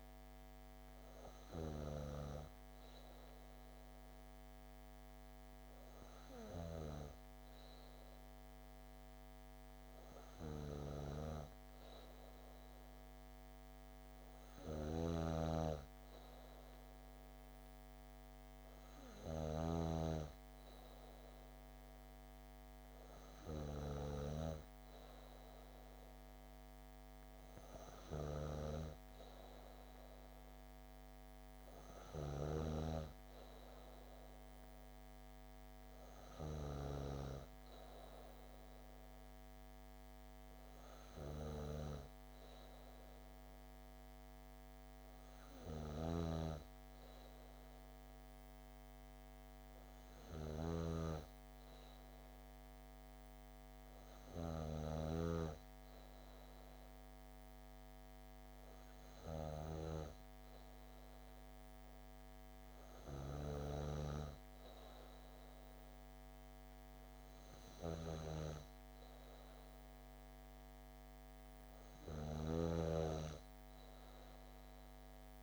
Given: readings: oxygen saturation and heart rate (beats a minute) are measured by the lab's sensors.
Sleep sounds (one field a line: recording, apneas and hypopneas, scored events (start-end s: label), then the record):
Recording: breathing in sleep by a microphone on the trachea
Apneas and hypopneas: none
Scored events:
none scored
From the record:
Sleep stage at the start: N2 (light sleep)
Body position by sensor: on the back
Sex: female